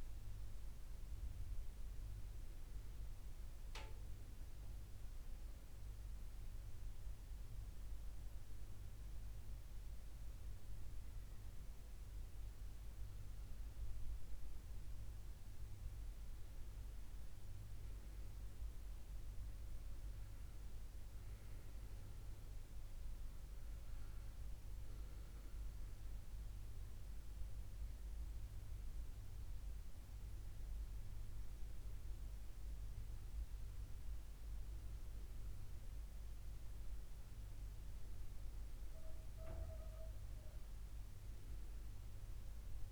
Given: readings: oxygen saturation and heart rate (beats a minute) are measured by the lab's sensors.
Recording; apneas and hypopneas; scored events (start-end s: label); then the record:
breathing in sleep, hard to hear, by a room microphone; none
none scored
From the record:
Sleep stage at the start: N2 (light sleep); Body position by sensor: on the left side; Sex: male